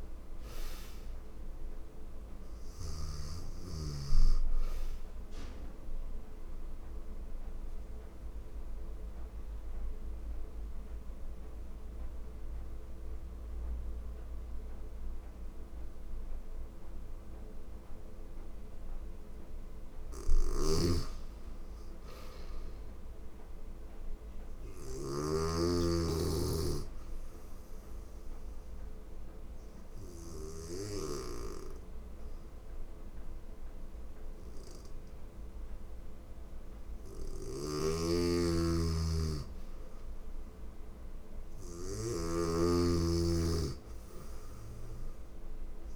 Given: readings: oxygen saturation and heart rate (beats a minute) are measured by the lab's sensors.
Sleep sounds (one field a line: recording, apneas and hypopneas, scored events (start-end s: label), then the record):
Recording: breathing in sleep by a room microphone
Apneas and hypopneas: 2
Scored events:
0.00-1.50 s: arousal
0.00-2.50 s: snoring (device-marked)
1.00-19.00 s: oxygen desaturation (device-marked, oxygen 97% before, 89% lowest, heart rate 82 before, 81 extreme)
5.50-18.50 s: obstructive apnea (oxygen 99% before, 89% lowest, heart rate 83 before, 81 extreme, up 2 after)
19.50-30.00 s: snoring (device-marked)
20.00-23.00 s: arousal
27.00-39.00 s: obstructive apnea (oxygen 98% before, 90% lowest, heart rate 82 before, 81 extreme)
31.00-42.00 s: oxygen desaturation (device-marked, oxygen 98% before, 90% lowest, heart rate 82 before, 81 extreme)
36.50-45.96 s: snoring (device-marked)
43.00-45.96 s: arousal
From the record:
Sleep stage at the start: N2 (light sleep)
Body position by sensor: on the right side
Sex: female